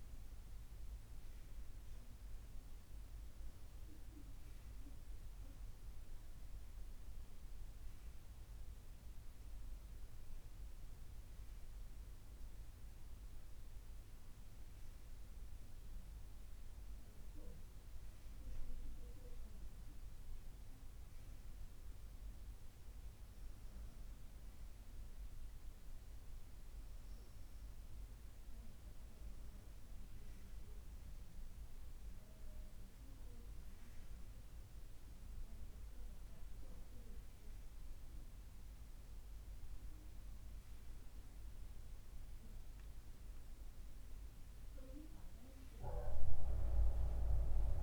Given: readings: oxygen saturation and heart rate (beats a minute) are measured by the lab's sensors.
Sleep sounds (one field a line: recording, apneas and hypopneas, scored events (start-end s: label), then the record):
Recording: breathing in sleep by a room microphone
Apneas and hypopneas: none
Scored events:
none scored
From the record:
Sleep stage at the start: N1 (lightest sleep)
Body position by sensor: on the right side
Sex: female